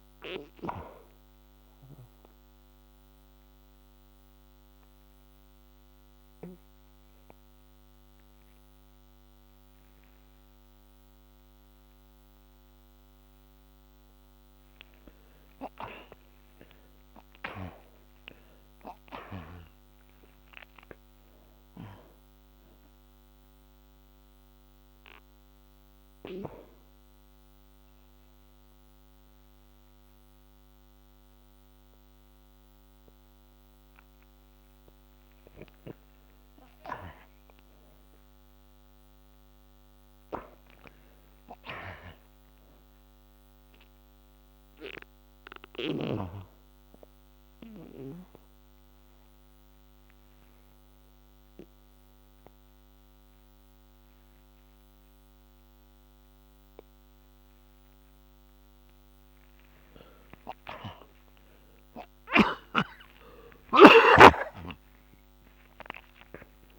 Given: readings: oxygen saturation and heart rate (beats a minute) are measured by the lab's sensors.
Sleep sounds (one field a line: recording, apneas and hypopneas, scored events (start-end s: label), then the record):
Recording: breathing in sleep by a microphone on the trachea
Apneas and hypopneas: 3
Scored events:
0.00-14.00 s: oxygen desaturation (device-marked, oxygen 70% lowest, heart rate 35 extreme)
1.50-13.50 s: obstructive apnea (oxygen 95% before, 68% lowest, heart rate 81 before, 35 extreme, up 40 after)
16.50-21.00 s: arousal
24.00-39.00 s: oxygen desaturation (device-marked, oxygen 90% before, 68% lowest, heart rate 76 before, 35 extreme)
25.00-36.00 s: obstructive apnea (oxygen 95% before, 68% lowest, heart rate 76 before, 35 extreme, up 35 after)
38.50-42.50 s: arousal
45.50-58.50 s: obstructive apnea (oxygen 91% before, 69% lowest, heart rate 58 before, 53 extreme, up 14 after)
49.00-57.00 s: oxygen desaturation (device-marked, oxygen 91% before, 76% lowest, heart rate 60 before, 54 extreme)
60.50-66.00 s: arousal
From the record:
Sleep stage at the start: N2 (light sleep)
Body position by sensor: on the back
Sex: male